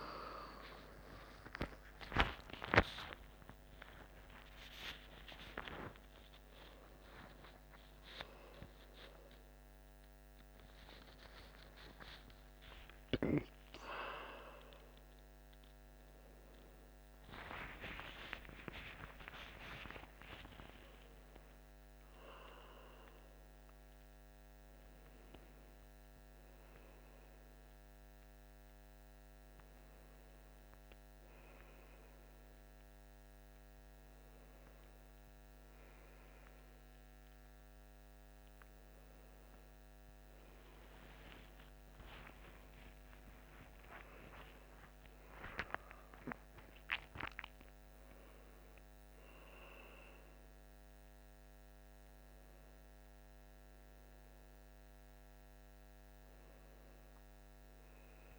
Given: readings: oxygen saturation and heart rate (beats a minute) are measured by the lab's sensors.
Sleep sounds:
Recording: a person awake in a sleep study, by a microphone on the trachea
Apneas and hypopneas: none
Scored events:
0.00-5.00 s: tachycardia (device-marked, heart rate 61 before, 103 extreme)
From the record:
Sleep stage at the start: awake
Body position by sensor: on the left side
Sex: male

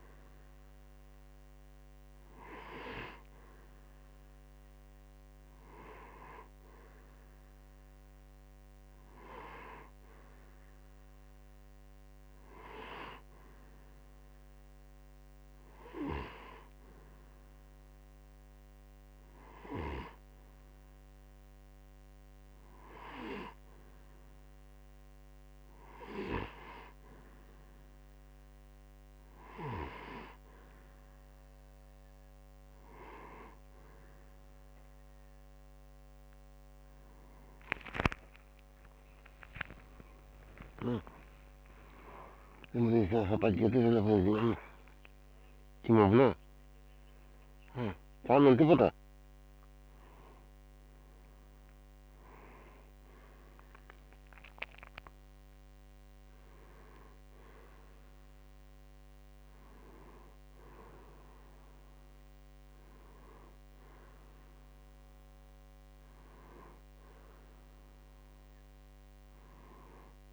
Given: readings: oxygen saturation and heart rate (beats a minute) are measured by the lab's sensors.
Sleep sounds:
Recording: a person partly awake in a sleep study, by a microphone on the trachea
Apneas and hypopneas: none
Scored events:
28.00-58.00 s: new sleep stage, awake
43.00-48.50 s: snoring (device-marked)
58.00-70.33 s: new sleep stage, N1 (lightest sleep)
From the record:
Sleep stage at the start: N2 (light sleep)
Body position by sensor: on the right side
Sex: male

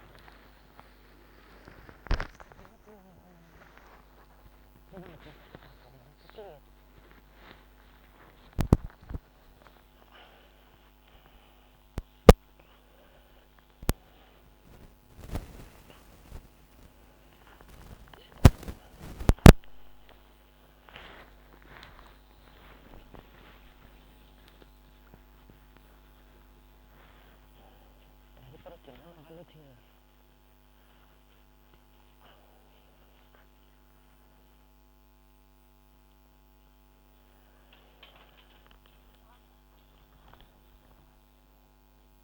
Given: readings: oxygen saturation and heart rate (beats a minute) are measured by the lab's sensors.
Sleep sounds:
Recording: a person awake in a sleep study, by a microphone on the trachea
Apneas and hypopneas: none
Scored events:
none scored
From the record:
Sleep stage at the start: awake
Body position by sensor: upright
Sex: female

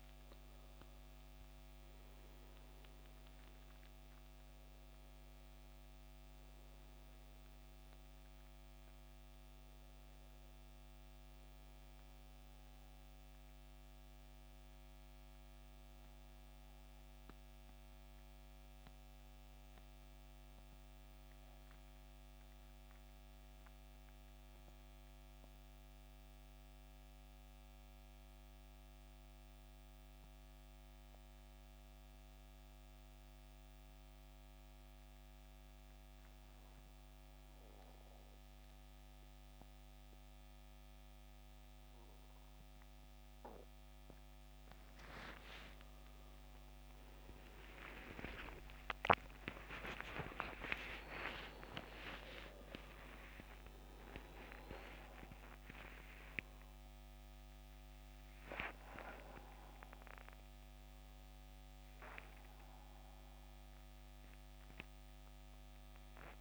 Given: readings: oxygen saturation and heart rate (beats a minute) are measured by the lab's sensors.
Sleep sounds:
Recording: breathing in sleep by a microphone on the trachea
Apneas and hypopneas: 1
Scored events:
0.00-1.00 s: arousal
0.00-29.00 s: oxygen desaturation (device-marked, oxygen 87% lowest, heart rate 63 extreme)
15.00-44.00 s: mixed apnea (oxygen 96% before, 87% lowest, heart rate 75 before, 63 extreme, up 54 after)
45.00-49.00 s: arousal
From the record:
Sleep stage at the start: N2 (light sleep)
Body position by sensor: on the back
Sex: male

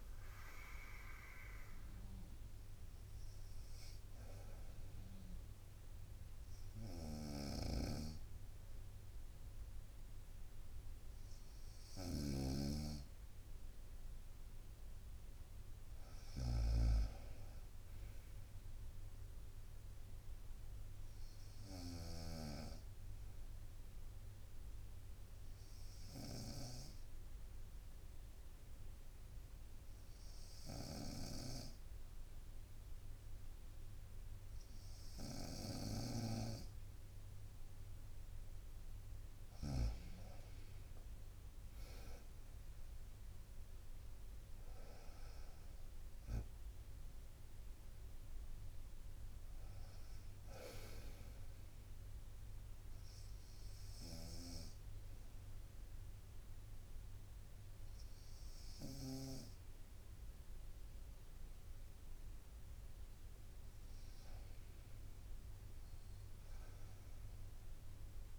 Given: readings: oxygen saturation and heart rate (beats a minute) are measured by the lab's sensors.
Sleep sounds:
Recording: breathing in sleep by a room microphone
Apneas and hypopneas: 3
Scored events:
2.00-13.00 s: obstructive apnea (oxygen 96% before, 93% lowest, heart rate 62 before, 59 extreme, up 4 after)
2.50-7.50 s: bradycardia (device-marked, heart rate 64 before, 59 extreme)
12.00-16.50 s: snoring (device-marked)
15.50-18.00 s: arousal
23.50-38.50 s: obstructive apnea (oxygen 97% before, 94% lowest, heart rate 61 before, 59 extreme, up 5 after)
30.50-36.50 s: bradycardia (device-marked, heart rate 64 before, 59 extreme)
41.00-44.00 s: arousal
53.50-59.50 s: bradycardia (device-marked, heart rate 63 before, 59 extreme)
53.50-64.00 s: obstructive apnea (oxygen 97% before, 91% lowest, heart rate 61 before, 57 extreme, up 4 after)
From the record:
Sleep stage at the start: N2 (light sleep)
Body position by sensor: on the right side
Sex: female

